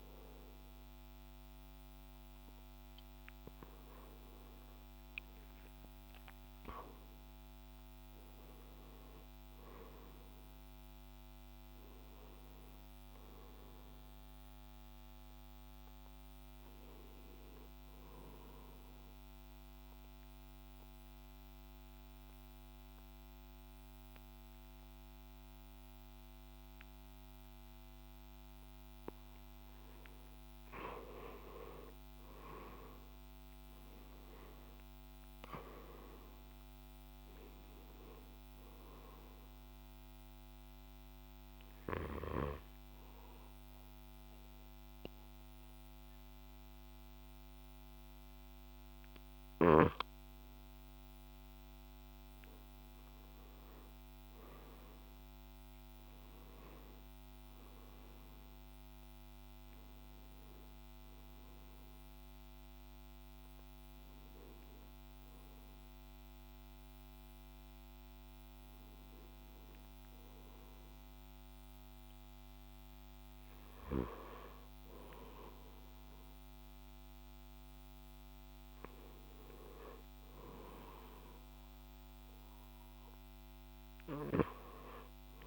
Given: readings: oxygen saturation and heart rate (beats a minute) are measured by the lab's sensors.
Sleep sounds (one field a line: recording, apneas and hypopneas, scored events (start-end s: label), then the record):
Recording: breathing in sleep by a microphone on the trachea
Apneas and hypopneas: 3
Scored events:
1.00-14.00 s: oxygen desaturation (device-marked, oxygen 93% before, 88% lowest)
18.50-29.50 s: mixed apnea (oxygen 93% before, 85% lowest)
31.50-35.00 s: arousal
40.00-52.50 s: obstructive apnea (oxygen 95% before, 85% lowest)
42.00-58.00 s: oxygen desaturation (device-marked, oxygen 95% before, 85% lowest)
53.50-57.50 s: arousal
68.50-79.50 s: hypopnea (oxygen 96% before, 89% lowest)
72.00-78.00 s: oxygen desaturation (device-marked, oxygen 94% before, 90% lowest)
81.50-84.50 s: arousal
84.00-85.47 s: oxygen desaturation (device-marked, oxygen 96% before, 90% lowest)
From the record:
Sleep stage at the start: N2 (light sleep)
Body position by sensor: on the left side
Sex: male